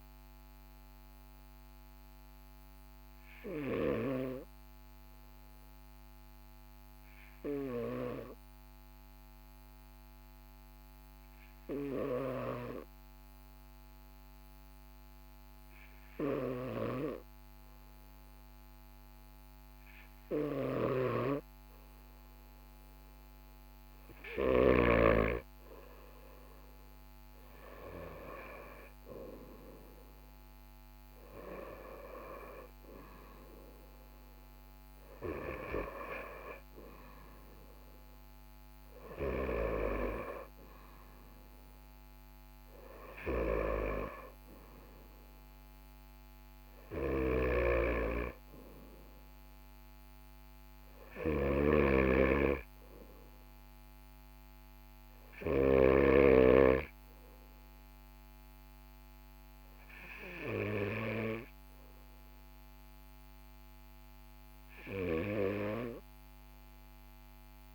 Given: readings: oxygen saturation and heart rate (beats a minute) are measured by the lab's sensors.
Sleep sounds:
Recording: breathing in sleep by a microphone on the trachea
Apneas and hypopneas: 1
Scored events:
0.50-19.00 s: hypopnea (oxygen 98% before, 95% lowest, heart rate 43 before, 42 extreme, up 1 after)
20.00-24.50 s: snoring (device-marked)
25.00-30.00 s: arousal
46.50-55.50 s: snoring (device-marked)
From the record:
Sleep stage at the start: N2 (light sleep)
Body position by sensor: on the right side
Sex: male

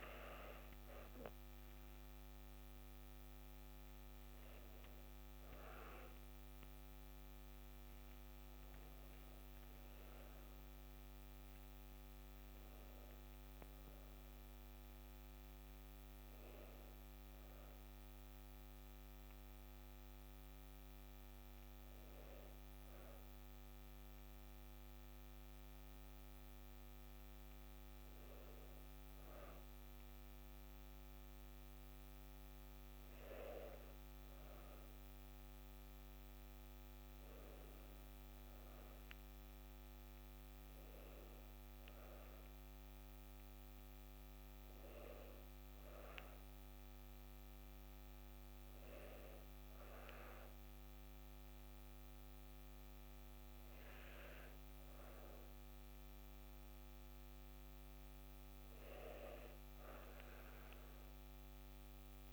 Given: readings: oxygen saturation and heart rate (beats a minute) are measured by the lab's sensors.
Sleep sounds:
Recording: breathing in sleep, hard to hear, by a microphone on the trachea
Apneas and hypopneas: 2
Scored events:
9.50-13.00 s: arousal
17.50-29.50 s: hypopnea (oxygen 93% before, 91% lowest, heart rate 61 before, 59 extreme, up 0 after)
31.50-35.50 s: arousal
45.00-58.00 s: hypopnea (oxygen 93% before, 90% lowest, heart rate 61 before, 60 extreme, up 1 after)
59.50-62.33 s: arousal
From the record:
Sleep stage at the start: N2 (light sleep)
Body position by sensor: on the back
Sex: female

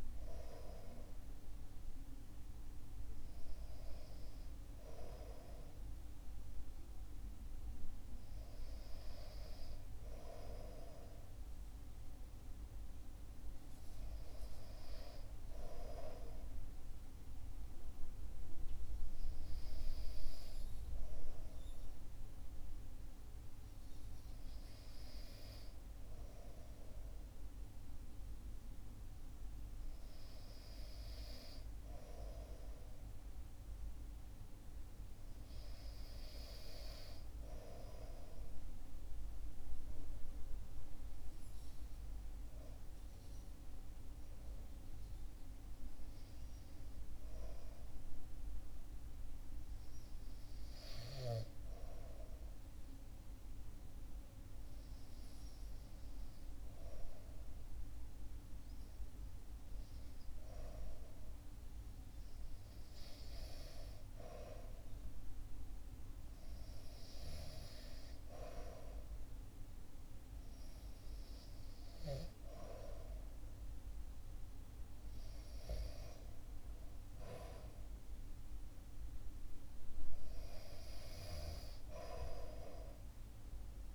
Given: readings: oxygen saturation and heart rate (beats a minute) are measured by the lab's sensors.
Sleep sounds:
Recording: breathing in sleep by a room microphone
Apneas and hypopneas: 1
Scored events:
40.50-56.50 s: hypopnea (oxygen 97% before, 92% lowest, heart rate 59 before, 59 extreme, up 3 after)
42.00-83.95 s: new sleep stage, REM sleep
59.00-63.00 s: arousal
61.00-83.00 s: oxygen desaturation (device-marked, oxygen 96% before, 92% lowest, heart rate 60 before, 62 extreme)
From the record:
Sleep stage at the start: N2 (light sleep)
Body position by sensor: on the back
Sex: male

